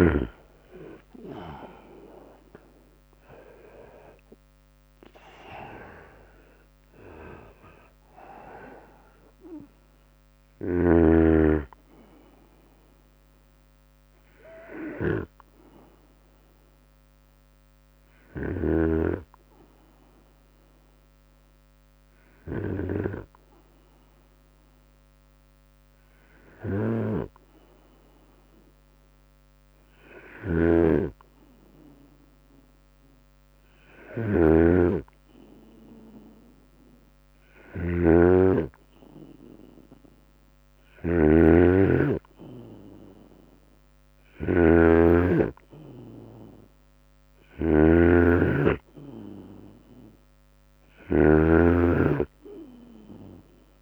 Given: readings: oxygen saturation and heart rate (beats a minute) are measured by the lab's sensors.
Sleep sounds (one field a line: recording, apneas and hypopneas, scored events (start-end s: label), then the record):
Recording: breathing in sleep by a microphone on the trachea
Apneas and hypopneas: 1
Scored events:
0.00-12.00 s: drop in pulse transit time (device-marked, heart rate 76 before, 71 extreme)
10.50-13.50 s: arousal
16.50-18.50 s: long interval between heartbeats (device-marked, heart rate 76 before, 81 extreme)
17.00-29.50 s: hypopnea (oxygen 98% before, 95% lowest, heart rate 76 before, 65 extreme, up 14 after)
29.50-53.82 s: snoring (device-marked)
From the record:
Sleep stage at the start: N2 (light sleep)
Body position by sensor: on the right side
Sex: male